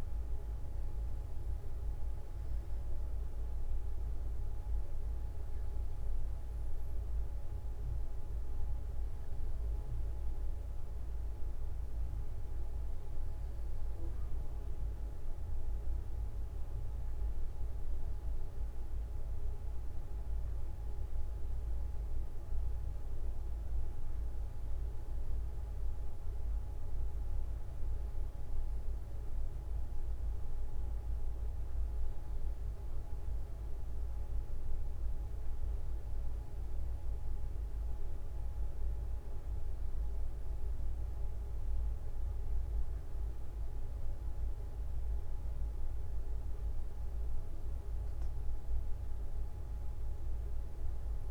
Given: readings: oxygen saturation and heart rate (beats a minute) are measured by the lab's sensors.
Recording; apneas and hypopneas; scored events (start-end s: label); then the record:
breathing in sleep, hard to hear, by a room microphone; none
18.00-20.00 s: long interval between heartbeats (device-marked)
32.00-34.00 s: long interval between heartbeats (device-marked)
45.00-47.00 s: long interval between heartbeats (device-marked)
From the record:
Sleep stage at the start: N2 (light sleep); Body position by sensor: on the back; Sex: male